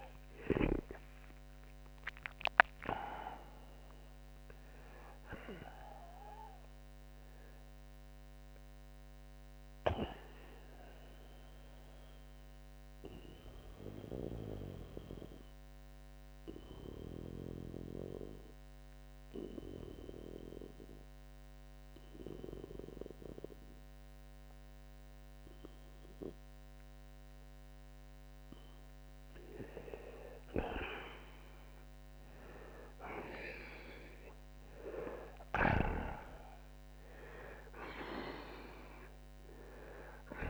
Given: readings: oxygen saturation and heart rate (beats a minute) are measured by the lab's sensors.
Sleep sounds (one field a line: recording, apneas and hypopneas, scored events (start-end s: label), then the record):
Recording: breathing in sleep by a microphone on the trachea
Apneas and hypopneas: 1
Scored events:
0.00-1.50 s: arousal
12.00-30.00 s: mixed apnea (oxygen 91% before, 85% lowest)
19.50-33.50 s: oxygen desaturation (device-marked, oxygen 91% before, 86% lowest)
23.50-40.50 s: new sleep stage, N1 (lightest sleep)
32.50-36.50 s: arousal
From the record:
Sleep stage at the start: N2 (light sleep)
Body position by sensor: on the right side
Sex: male